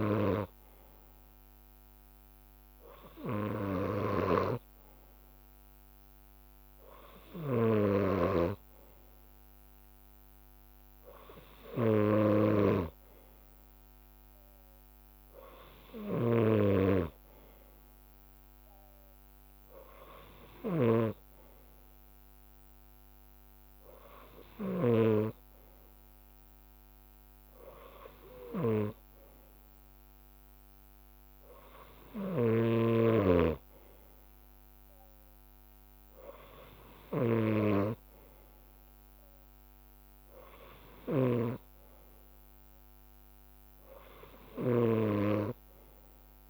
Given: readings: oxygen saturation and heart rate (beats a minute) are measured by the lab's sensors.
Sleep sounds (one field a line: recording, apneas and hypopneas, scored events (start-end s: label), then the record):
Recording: breathing in sleep by a microphone on the trachea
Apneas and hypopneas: none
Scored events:
0.00-3.50 s: leg movement (device-marked)
0.00-10.50 s: drop in pulse transit time (device-marked, heart rate 53 extreme)
0.00-46.50 s: bradycardia (device-marked, heart rate 53 extreme)
4.50-11.00 s: leg movement (device-marked)
11.00-17.00 s: leg movement (device-marked)
18.50-24.00 s: leg movement (device-marked)
25.00-29.50 s: leg movement (device-marked)
30.50-39.50 s: leg movement (device-marked)
40.50-45.00 s: leg movement (device-marked)
45.50-46.50 s: leg movement (device-marked)
From the record:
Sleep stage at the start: N2 (light sleep)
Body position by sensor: on the back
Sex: male